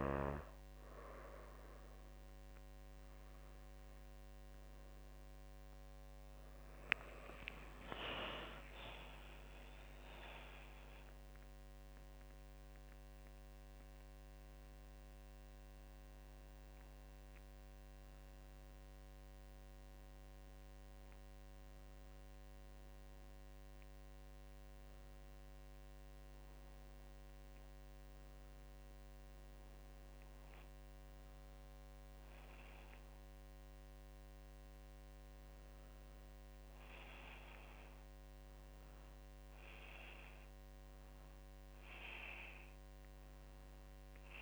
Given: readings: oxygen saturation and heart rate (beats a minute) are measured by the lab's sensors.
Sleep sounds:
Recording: breathing in sleep by a microphone on the trachea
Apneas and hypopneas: none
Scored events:
6.00-10.00 s: arousal
From the record:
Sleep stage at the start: N2 (light sleep)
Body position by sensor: on the back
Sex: female

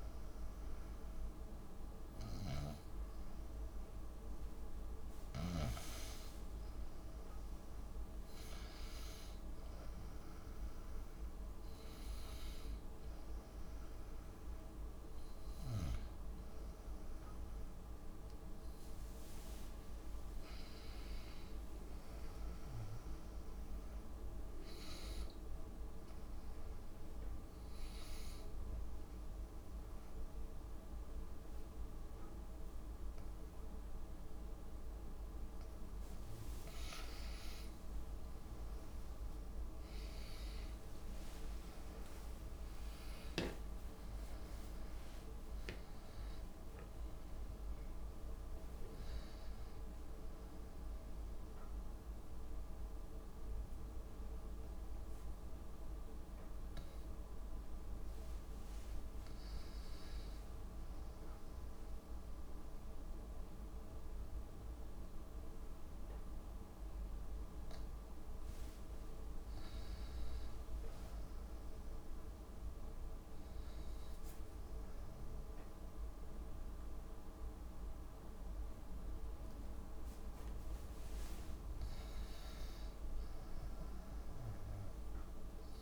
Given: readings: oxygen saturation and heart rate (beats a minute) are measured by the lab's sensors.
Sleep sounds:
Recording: breathing in sleep, hard to hear, by a room microphone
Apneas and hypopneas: 2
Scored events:
0.00-15.50 s: oxygen desaturation (device-marked, oxygen 91% lowest)
20.50-24.50 s: arousal
24.50-26.50 s: long interval between heartbeats (device-marked)
26.50-37.50 s: obstructive apnea (oxygen 95% before, 91% lowest)
40.00-44.50 s: arousal
43.00-45.00 s: long interval between heartbeats (device-marked)
61.00-71.00 s: obstructive apnea (oxygen 97% before, 87% lowest)
72.50-76.50 s: arousal
74.50-85.82 s: oxygen desaturation (device-marked, oxygen 97% before, 93% lowest)
From the record:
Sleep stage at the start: N2 (light sleep)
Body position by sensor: on the left side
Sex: female

